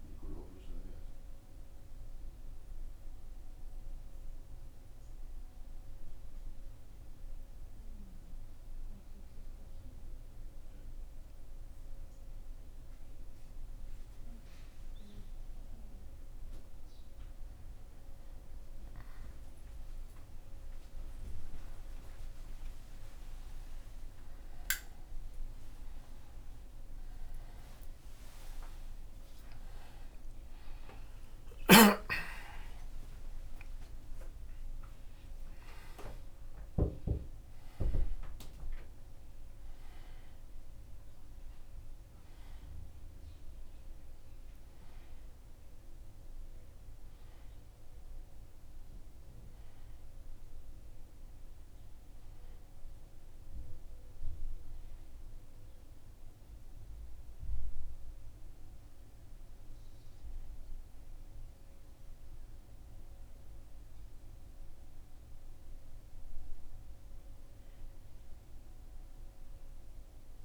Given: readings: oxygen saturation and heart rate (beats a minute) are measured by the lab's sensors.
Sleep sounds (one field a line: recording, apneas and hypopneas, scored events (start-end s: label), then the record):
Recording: a person partly awake in a sleep study, by a room microphone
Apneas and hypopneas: none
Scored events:
30.00-70.45 s: new sleep stage, N1 (lightest sleep)
64.00-70.45 s: oxygen desaturation (device-marked, oxygen 95% before, 90% lowest, heart rate 83 before, 79 extreme)
From the record:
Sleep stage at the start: awake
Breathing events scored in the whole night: 195 in 3.5 hours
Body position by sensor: on the back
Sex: male